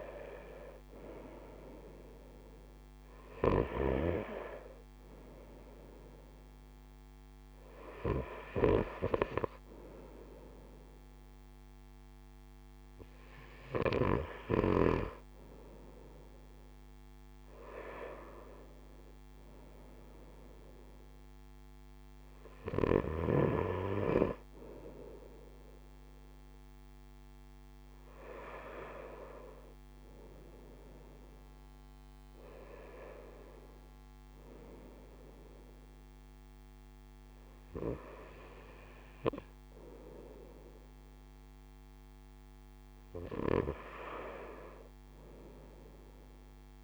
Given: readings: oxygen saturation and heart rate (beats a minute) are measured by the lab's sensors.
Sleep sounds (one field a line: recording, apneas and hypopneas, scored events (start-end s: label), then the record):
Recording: breathing in sleep by a microphone on the trachea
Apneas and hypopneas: none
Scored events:
0.00-16.50 s: oxygen desaturation (device-marked, oxygen 90% lowest)
3.50-14.00 s: snoring (device-marked)
From the record:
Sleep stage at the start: N2 (light sleep)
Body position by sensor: on the right side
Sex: male